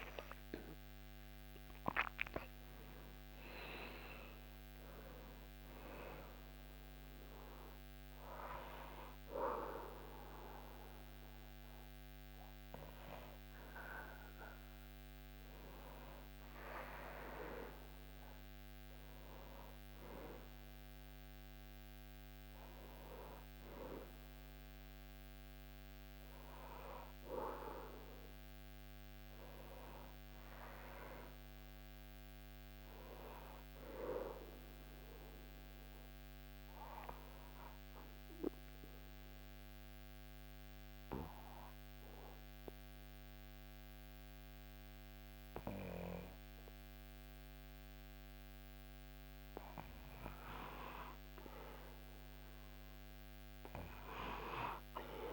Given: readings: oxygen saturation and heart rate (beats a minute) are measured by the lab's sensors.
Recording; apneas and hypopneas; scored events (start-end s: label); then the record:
breathing in sleep by a microphone on the trachea; 1
0.50-17.50 s: oxygen desaturation (device-marked, oxygen 98% before, 94% lowest, heart rate 76 before, 71 extreme)
37.00-48.00 s: obstructive apnea (oxygen 99% before, 94% lowest, heart rate 79 before, 75 extreme, up 1 after)
50.50-54.50 s: arousal
51.50-55.33 s: oxygen desaturation (device-marked, oxygen 98% before, 94% lowest, heart rate 78 before, 75 extreme)
From the record:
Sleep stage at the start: N2 (light sleep); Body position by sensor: on the back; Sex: male